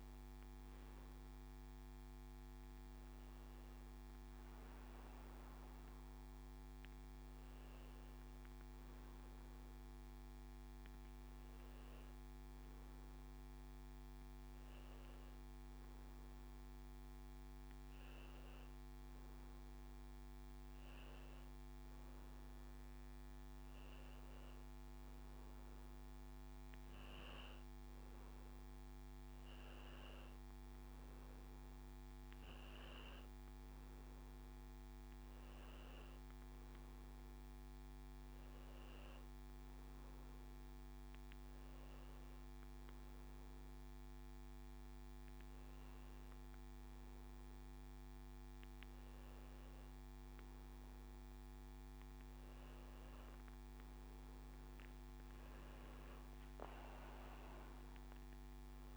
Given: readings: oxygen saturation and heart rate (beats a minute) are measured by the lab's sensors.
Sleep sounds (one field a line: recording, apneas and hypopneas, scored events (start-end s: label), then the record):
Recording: a person partly awake in a sleep study, hard to hear, by a microphone on the trachea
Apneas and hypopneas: none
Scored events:
22.00-58.97 s: new sleep stage, N1 (lightest sleep)
From the record:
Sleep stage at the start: awake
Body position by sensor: on the back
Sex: male